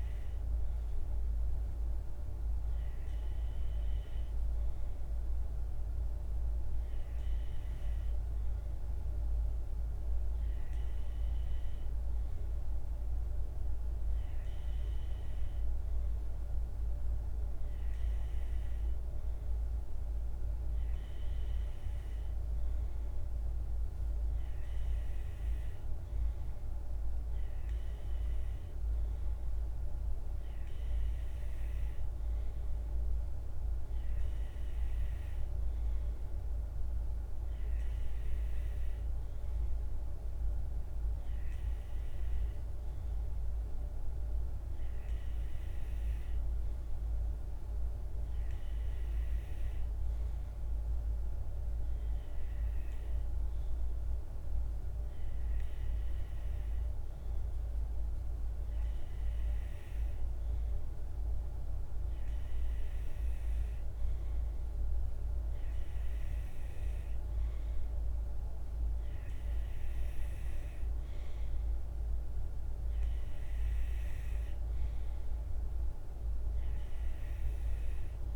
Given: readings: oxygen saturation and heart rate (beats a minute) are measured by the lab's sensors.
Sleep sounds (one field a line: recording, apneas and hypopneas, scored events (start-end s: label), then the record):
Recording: breathing in sleep, hard to hear, by a room microphone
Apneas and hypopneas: none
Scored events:
none scored
From the record:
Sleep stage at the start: N2 (light sleep)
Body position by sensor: on the right side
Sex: male